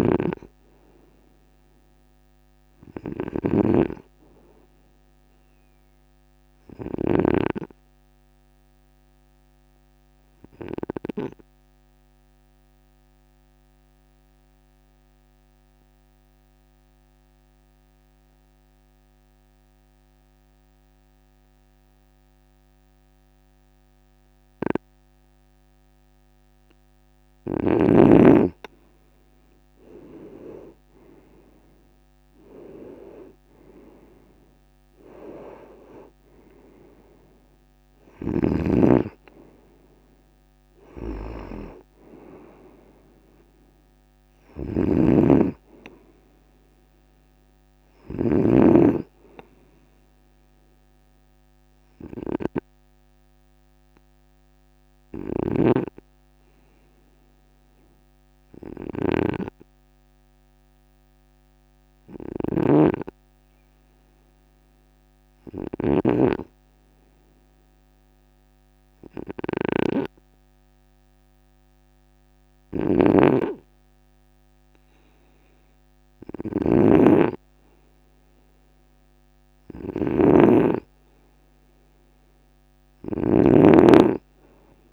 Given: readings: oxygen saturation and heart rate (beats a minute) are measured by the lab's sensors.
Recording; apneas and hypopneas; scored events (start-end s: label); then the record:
breathing in sleep by a microphone on the trachea; 2
0.00-7.00 s: snoring (device-marked)
8.00-26.50 s: obstructive apnea (oxygen 96% before, 95% lowest, heart rate 52 before, 50 extreme, up 7 after)
30.50-34.00 s: arousal
43.00-47.50 s: arousal
44.00-48.00 s: snoring (device-marked)
52.50-72.50 s: hypopnea (oxygen 98% before, 94% lowest, heart rate 55 before, 51 extreme, up 3 after)
55.00-84.93 s: snoring (device-marked)
74.50-78.50 s: arousal
From the record:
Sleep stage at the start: N2 (light sleep); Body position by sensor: on the right side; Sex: male